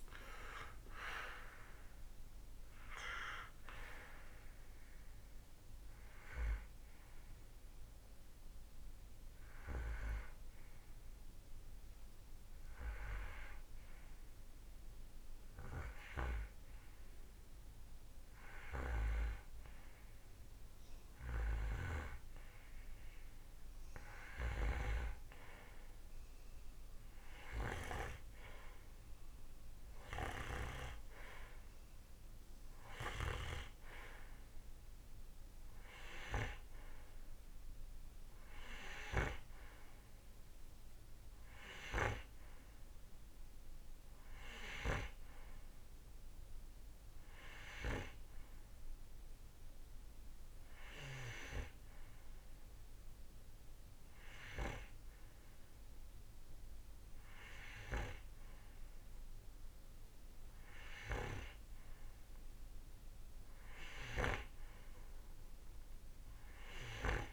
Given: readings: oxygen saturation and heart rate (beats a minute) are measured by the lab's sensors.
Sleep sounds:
breathing in sleep by a room microphone; none
0.00-1.50 s: arousal
0.00-10.00 s: oxygen desaturation (device-marked, oxygen 91% lowest, heart rate 53 extreme)
From the record:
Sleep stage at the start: N2 (light sleep); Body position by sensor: on the right side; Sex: male

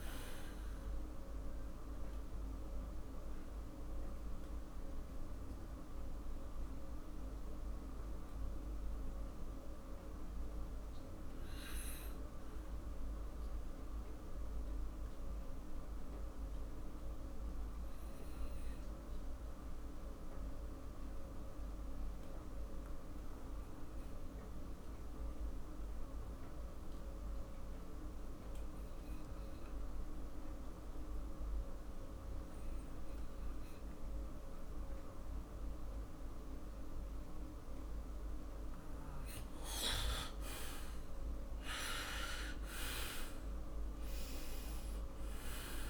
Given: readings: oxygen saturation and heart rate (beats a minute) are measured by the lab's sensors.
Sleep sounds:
breathing in sleep, hard to hear, by a room microphone; 1
2.50-37.50 s: mixed apnea (oxygen 97% before, 85% lowest, heart rate 51 before, 46 extreme, up 11 after)
16.50-34.50 s: oxygen desaturation (device-marked, oxygen 97% before, 86% lowest, heart rate 50 before, 46 extreme)
40.00-45.00 s: arousal
From the record:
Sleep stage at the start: REM sleep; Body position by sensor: on the back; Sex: male

